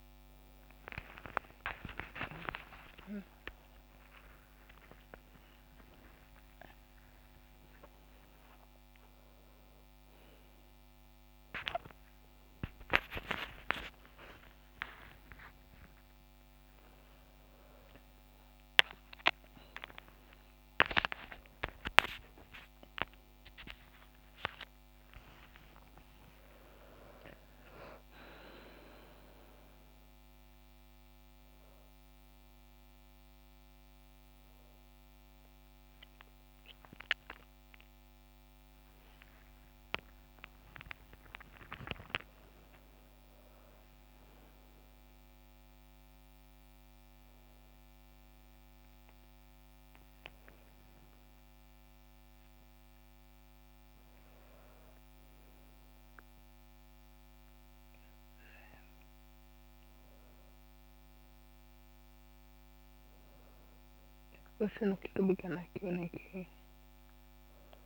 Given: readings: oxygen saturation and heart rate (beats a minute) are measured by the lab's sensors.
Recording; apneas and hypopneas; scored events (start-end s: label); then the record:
a person awake in a sleep study, by a microphone on the trachea; none
none scored
From the record:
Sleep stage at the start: awake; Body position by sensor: on the right side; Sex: female